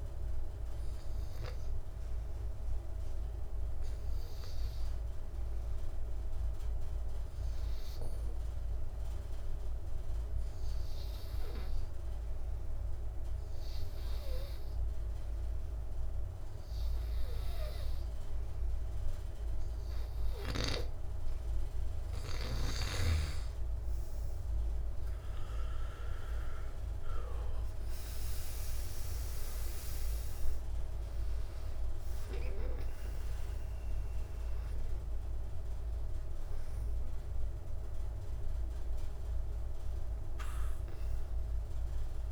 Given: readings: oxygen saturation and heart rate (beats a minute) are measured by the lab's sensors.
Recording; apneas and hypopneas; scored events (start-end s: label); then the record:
breathing in sleep by a room microphone; 1
0.00-14.00 s: oxygen desaturation (device-marked, oxygen 92% lowest)
2.00-21.00 s: obstructive apnea (oxygen 99% before, 89% lowest)
19.00-42.32 s: oxygen desaturation (device-marked, oxygen 97% before, 89% lowest)
23.00-28.00 s: arousal
From the record:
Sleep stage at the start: N2 (light sleep); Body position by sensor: on the back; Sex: male